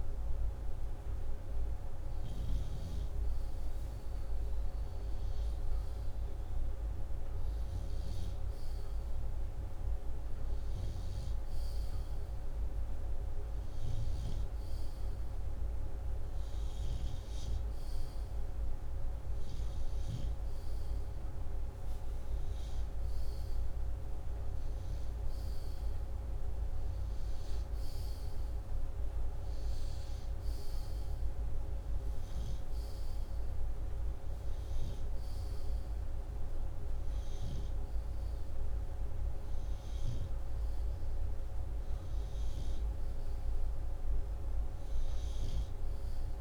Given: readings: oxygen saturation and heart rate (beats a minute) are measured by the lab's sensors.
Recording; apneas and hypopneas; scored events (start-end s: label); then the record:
breathing in sleep, hard to hear, by a room microphone; none
none scored
From the record:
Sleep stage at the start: N2 (light sleep); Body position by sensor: upright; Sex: male